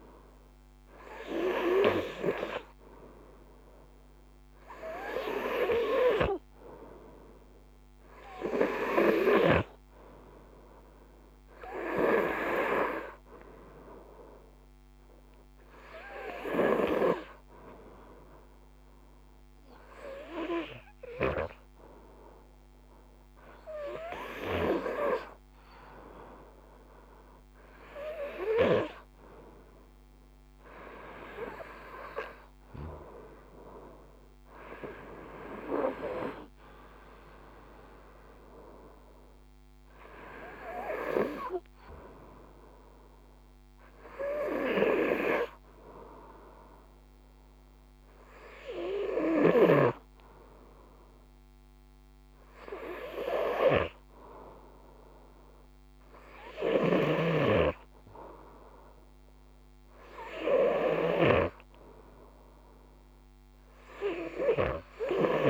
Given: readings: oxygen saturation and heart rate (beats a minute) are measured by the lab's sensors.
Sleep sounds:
breathing in sleep by a microphone on the trachea; none
55.50-65.50 s: snoring (device-marked)
From the record:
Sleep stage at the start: N2 (light sleep); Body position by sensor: on the front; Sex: male

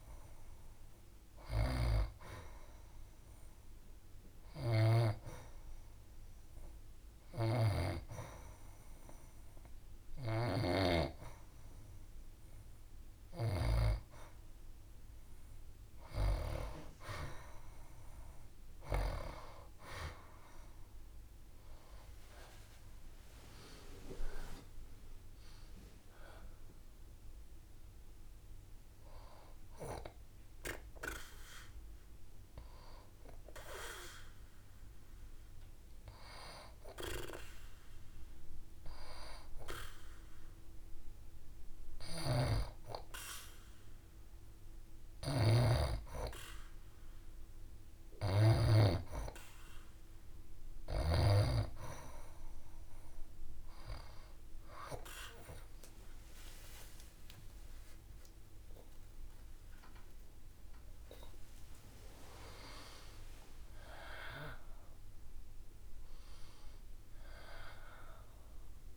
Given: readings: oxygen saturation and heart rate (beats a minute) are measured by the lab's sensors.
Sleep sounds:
breathing in sleep by a room microphone; 2
1.00-13.50 s: hypopnea (oxygen 93% before, 87% lowest, heart rate 74 before, 68 extreme, up 4 after)
19.00-22.50 s: arousal
24.50-39.50 s: oxygen desaturation (device-marked, oxygen 92% before, 87% lowest, heart rate 74 before, 67 extreme)
34.00-49.00 s: hypopnea (oxygen 92% before, 89% lowest, heart rate 75 before, 68 extreme, up 6 after)
53.50-68.97 s: oxygen desaturation (device-marked, oxygen 94% before, 90% lowest, heart rate 70 before, 65 extreme)
56.00-60.00 s: arousal
59.50-61.50 s: long interval between heartbeats (device-marked, heart rate 71 before, 84 extreme)
From the record:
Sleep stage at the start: N2 (light sleep); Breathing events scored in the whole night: 153 in 5.4 hours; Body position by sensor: on the back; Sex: female

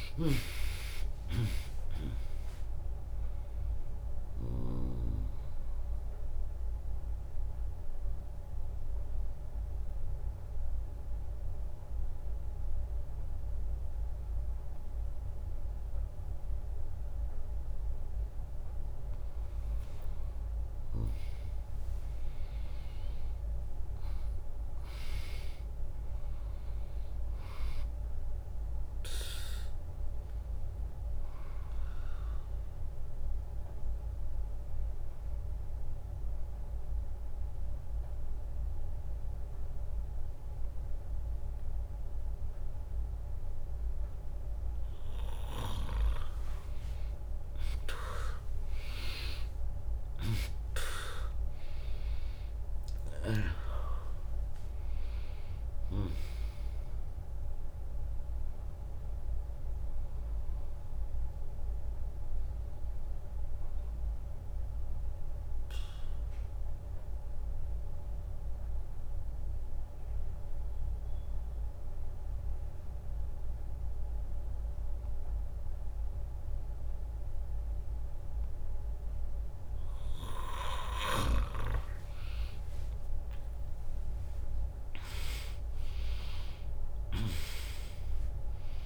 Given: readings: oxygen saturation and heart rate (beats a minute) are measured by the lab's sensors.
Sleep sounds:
breathing in sleep by a room microphone; 3
0.50-24.50 s: oxygen desaturation (device-marked, oxygen 100% before, 96% lowest, heart rate 77 before, 61 extreme)
1.50-13.50 s: drop in pulse transit time (device-marked, heart rate 77 before, 73 extreme)
5.00-18.50 s: mixed apnea (oxygen 100% before, 96% lowest, heart rate 75 before, 61 extreme)
20.50-24.50 s: arousal
30.00-44.50 s: mixed apnea (oxygen 100% before, 96% lowest, heart rate 73 before, 59 extreme)
50.50-55.00 s: arousal
53.50-71.50 s: oxygen desaturation (device-marked, oxygen 99% before, 96% lowest, heart rate 74 before, 59 extreme)
53.50-72.50 s: drop in pulse transit time (device-marked, heart rate 74 before, 69 extreme)
60.50-80.50 s: obstructive apnea (oxygen 99% before, 96% lowest, heart rate 74 before, 59 extreme, up 13 after)
77.50-79.50 s: bradycardia (device-marked, heart rate 81 before, 64 extreme)
80.50-88.85 s: new sleep stage, N1 (lightest sleep)
82.00-86.50 s: arousal
86.50-88.85 s: oxygen desaturation (device-marked, oxygen 100% before, 96% lowest, heart rate 73 before, 87 extreme)
From the record:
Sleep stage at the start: N2 (light sleep); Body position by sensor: on the right side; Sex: female

